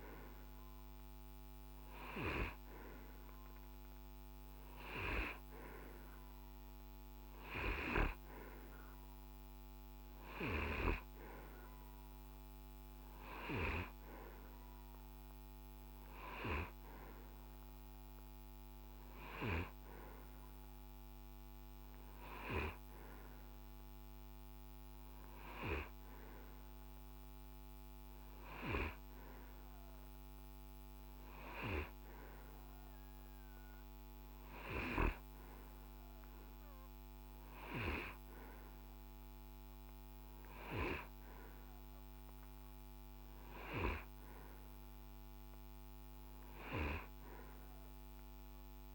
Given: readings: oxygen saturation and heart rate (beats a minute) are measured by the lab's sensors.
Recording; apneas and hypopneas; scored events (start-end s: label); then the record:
breathing in sleep by a microphone on the trachea; none
none scored
From the record:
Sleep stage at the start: N2 (light sleep); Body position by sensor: on the right side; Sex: male